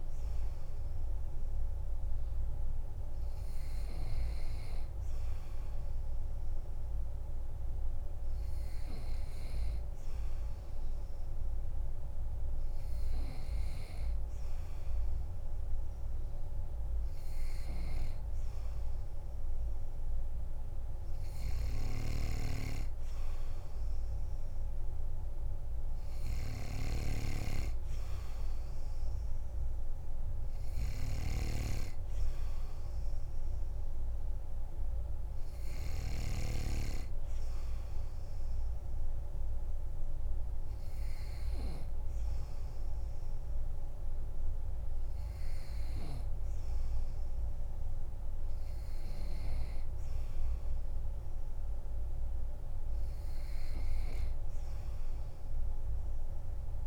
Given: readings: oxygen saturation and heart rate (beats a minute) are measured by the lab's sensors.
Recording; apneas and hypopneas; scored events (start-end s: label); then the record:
breathing in sleep by a room microphone; none
none scored
From the record:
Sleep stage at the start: N2 (light sleep); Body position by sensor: on the back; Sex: male